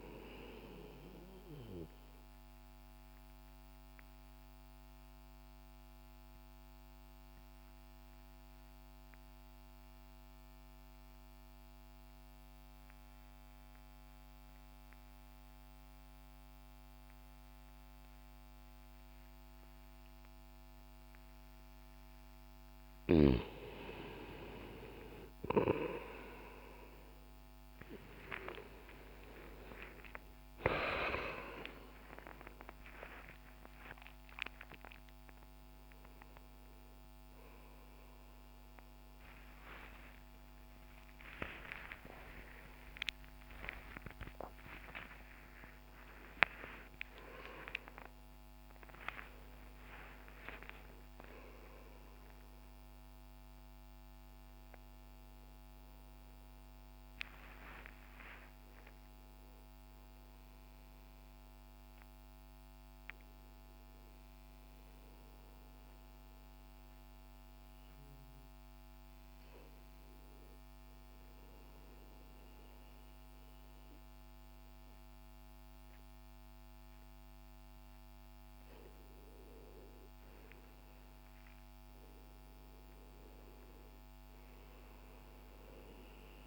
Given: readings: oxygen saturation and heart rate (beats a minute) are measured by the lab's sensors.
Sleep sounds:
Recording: a person awake in a sleep study, by a microphone on the trachea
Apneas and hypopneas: 1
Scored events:
2.50-22.00 s: obstructive apnea (oxygen 97% before, 87% lowest, heart rate 61 before, 60 extreme, up 26 after)
8.00-20.00 s: oxygen desaturation (device-marked, oxygen 95% before, 87% lowest, heart rate 61 before, 60 extreme)
14.00-74.00 s: new sleep stage, awake
25.00-34.00 s: oxygen desaturation (device-marked, oxygen 96% before, 92% lowest, heart rate 60 before, 66 extreme)
74.00-86.47 s: new sleep stage, N2 (light sleep)
80.00-86.47 s: oxygen desaturation (device-marked, oxygen 99% before, 91% lowest, heart rate 63 before, 59 extreme)
From the record:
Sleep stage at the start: N2 (light sleep)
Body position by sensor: on the left side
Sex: male

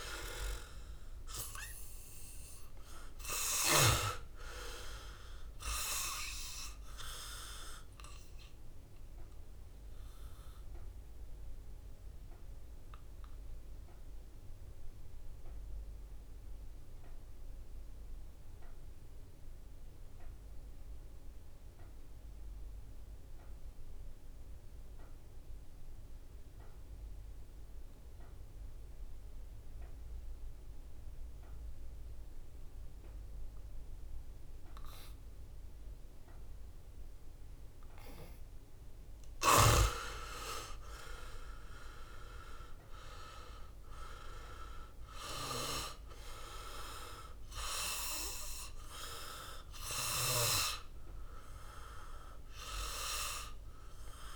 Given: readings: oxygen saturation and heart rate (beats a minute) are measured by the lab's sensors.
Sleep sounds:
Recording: breathing in sleep by a room microphone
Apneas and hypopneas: 1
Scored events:
0.00-1.00 s: arousal
0.00-23.00 s: oxygen desaturation (device-marked, oxygen 76% lowest, heart rate 55 extreme)
6.50-38.00 s: obstructive apnea (oxygen 97% before, 76% lowest, heart rate 72 before, 55 extreme, up 1 after)
33.00-54.36 s: oxygen desaturation (device-marked, oxygen 98% before, 77% lowest, heart rate 65 before, 55 extreme)
39.50-43.50 s: arousal
From the record:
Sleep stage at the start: N2 (light sleep)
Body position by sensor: on the back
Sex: male

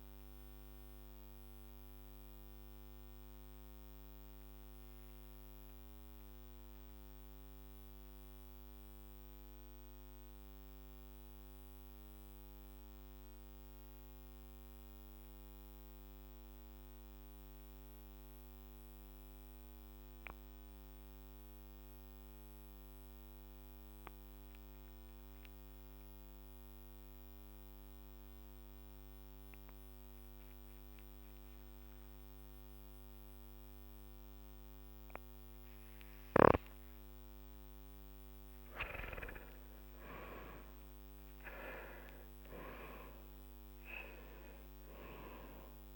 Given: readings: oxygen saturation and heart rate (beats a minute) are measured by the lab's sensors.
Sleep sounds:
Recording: breathing in sleep by a microphone on the trachea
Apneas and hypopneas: 1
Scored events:
0.50-37.00 s: obstructive apnea (oxygen 97% before, 90% lowest, heart rate 54 before, 45 extreme, up 11 after)
30.50-43.50 s: oxygen desaturation (device-marked, oxygen 97% before, 90% lowest, heart rate 50 before, 45 extreme)
39.50-43.50 s: arousal
From the record:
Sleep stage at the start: N2 (light sleep)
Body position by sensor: on the back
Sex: male

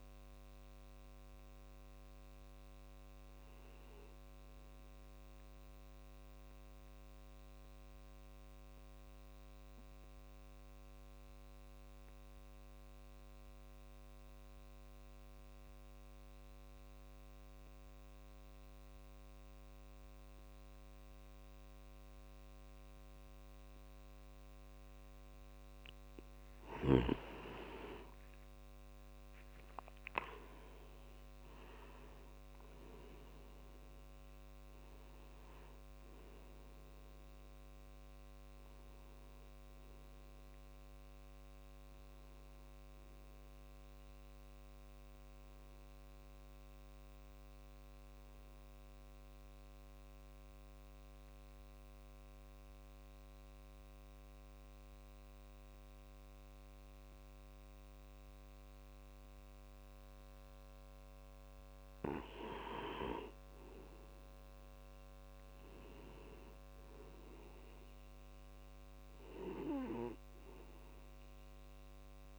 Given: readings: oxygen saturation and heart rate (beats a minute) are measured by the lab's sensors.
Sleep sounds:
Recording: breathing in sleep by a microphone on the trachea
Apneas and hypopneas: 2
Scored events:
6.00-26.00 s: mixed apnea (oxygen 98% before, 88% lowest)
21.00-53.00 s: oxygen desaturation (device-marked, oxygen 97% before, 88% lowest)
28.00-32.00 s: arousal
47.50-61.00 s: obstructive apnea (oxygen 97% before, 90% lowest)
63.50-67.50 s: arousal
From the record:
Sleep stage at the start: N2 (light sleep)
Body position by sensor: on the back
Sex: male

